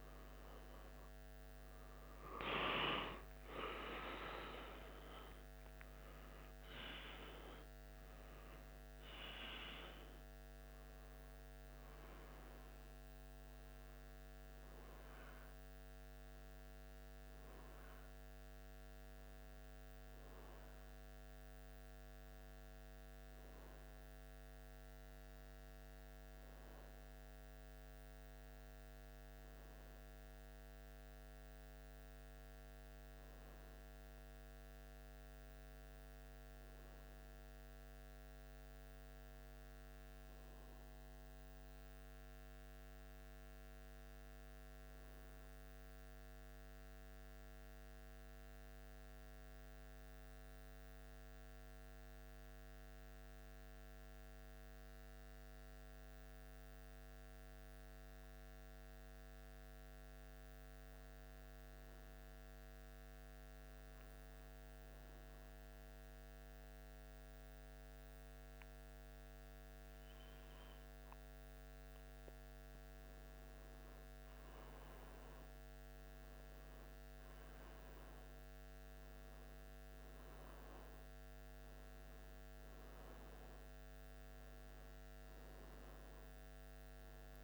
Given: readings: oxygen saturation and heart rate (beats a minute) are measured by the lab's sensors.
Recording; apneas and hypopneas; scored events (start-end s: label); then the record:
breathing in sleep, hard to hear, by a microphone on the trachea; 1
0.00-3.50 s: arousal
7.50-87.44 s: new sleep stage, N1 (lightest sleep)
38.00-42.50 s: arousal
38.50-58.50 s: oxygen desaturation (device-marked, oxygen 95% before, 89% lowest, heart rate 78 before, 74 extreme)
45.50-61.50 s: mixed apnea (oxygen 95% before, 90% lowest, heart rate 78 before, 74 extreme, up 0 after)
63.50-67.50 s: arousal
From the record:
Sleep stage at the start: N2 (light sleep); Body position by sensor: on the back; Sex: male